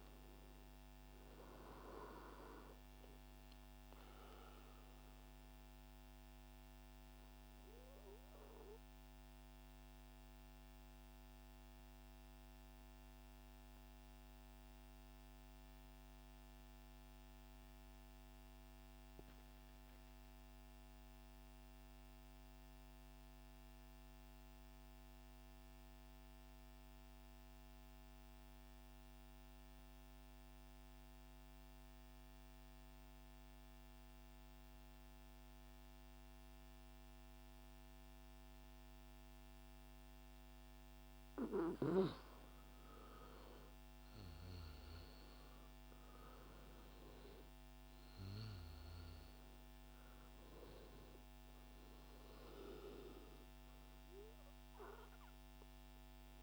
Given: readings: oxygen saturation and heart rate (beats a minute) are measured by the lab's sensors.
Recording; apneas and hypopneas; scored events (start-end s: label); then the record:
breathing in sleep by a microphone on the trachea; 1
0.00-12.00 s: oxygen desaturation (device-marked, oxygen 88% lowest, heart rate 117 extreme)
11.00-41.50 s: mixed apnea (oxygen 93% before, 90% lowest)
35.00-56.43 s: oxygen desaturation (device-marked, oxygen 98% before, 90% lowest)
43.00-49.00 s: arousal
From the record:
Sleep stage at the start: N2 (light sleep); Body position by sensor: on the right side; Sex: male